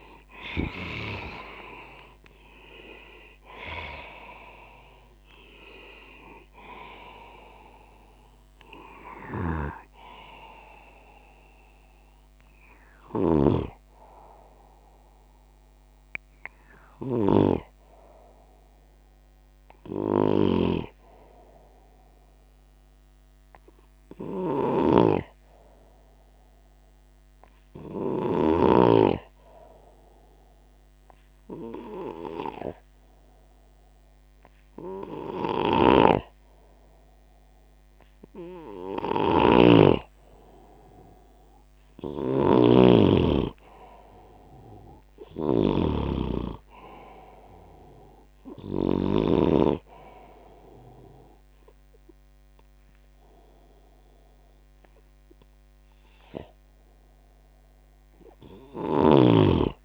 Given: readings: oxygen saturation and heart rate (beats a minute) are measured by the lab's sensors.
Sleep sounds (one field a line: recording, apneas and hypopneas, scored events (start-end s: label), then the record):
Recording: breathing in sleep by a microphone on the trachea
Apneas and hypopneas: 1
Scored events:
0.00-21.50 s: oxygen desaturation (device-marked, oxygen 90% lowest, heart rate 58 extreme)
9.00-28.50 s: snoring (device-marked)
24.50-37.50 s: hypopnea (oxygen 99% before, 94% lowest, heart rate 83 before, 58 extreme, up 15 after)
35.50-49.00 s: snoring (device-marked)
40.50-43.00 s: arousal
40.50-59.85 s: oxygen desaturation (device-marked, oxygen 99% before, 94% lowest, heart rate 74 before, 70 extreme)
58.50-59.85 s: snoring (device-marked)
From the record:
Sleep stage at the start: N2 (light sleep)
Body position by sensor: on the left side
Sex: male